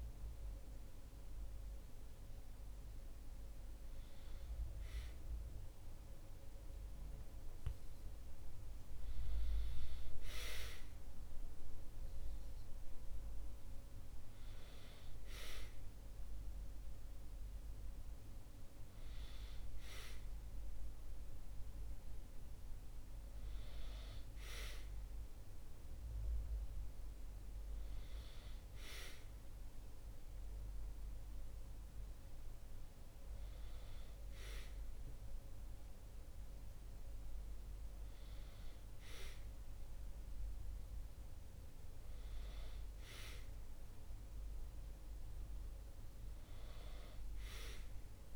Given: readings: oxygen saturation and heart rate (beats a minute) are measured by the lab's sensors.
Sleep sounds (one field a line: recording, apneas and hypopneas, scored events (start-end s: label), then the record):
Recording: a person awake in a sleep study, by a room microphone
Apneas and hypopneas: none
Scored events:
33.00-48.36 s: new sleep stage, N1 (lightest sleep)
From the record:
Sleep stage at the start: awake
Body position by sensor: on the back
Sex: male